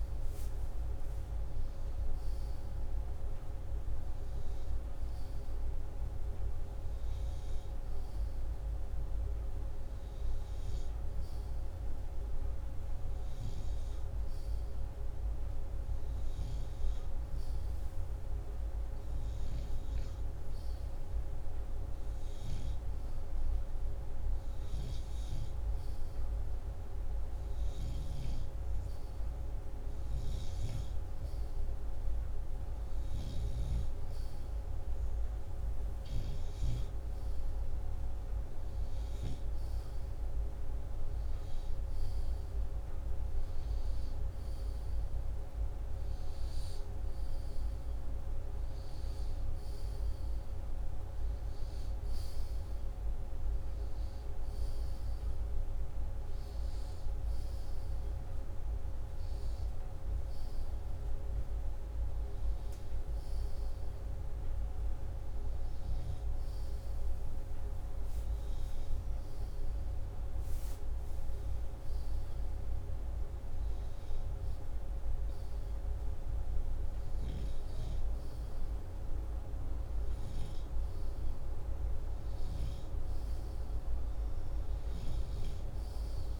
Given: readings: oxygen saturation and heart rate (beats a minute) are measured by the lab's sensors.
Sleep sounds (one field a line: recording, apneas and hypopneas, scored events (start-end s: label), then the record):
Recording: breathing in sleep, hard to hear, by a room microphone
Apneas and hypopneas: none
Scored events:
none scored
From the record:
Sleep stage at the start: N2 (light sleep)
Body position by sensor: upright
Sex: male